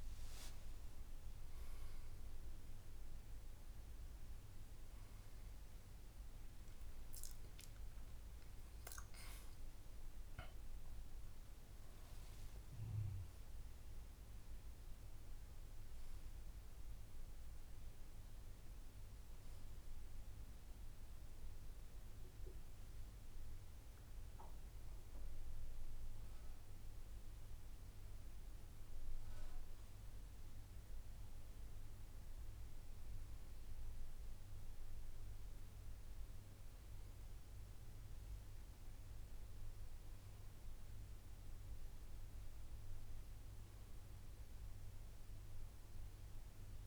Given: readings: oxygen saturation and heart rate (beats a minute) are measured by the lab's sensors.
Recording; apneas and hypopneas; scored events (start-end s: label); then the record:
a person awake in a sleep study, hard to hear, by a room microphone; none
10.00-46.87 s: new sleep stage, awake
From the record:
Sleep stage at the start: N2 (light sleep); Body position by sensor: on the back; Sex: male